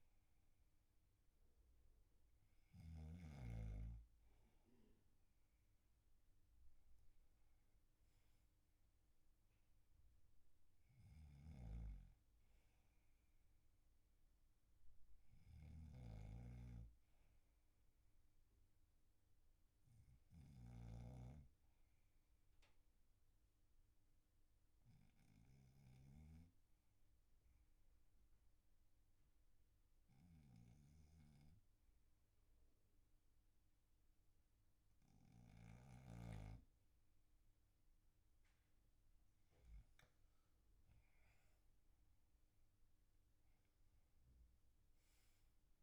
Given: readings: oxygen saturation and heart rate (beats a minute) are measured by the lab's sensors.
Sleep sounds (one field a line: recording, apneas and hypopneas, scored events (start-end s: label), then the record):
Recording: breathing in sleep by a room microphone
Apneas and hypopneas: 1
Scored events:
11.50-21.50 s: snoring (device-marked)
24.00-37.50 s: obstructive apnea (oxygen 98% before, 96% lowest, heart rate 43 before, 41 extreme, up 8 after)
38.00-43.00 s: arousal
From the record:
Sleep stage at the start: N2 (light sleep)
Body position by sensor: on the back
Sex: male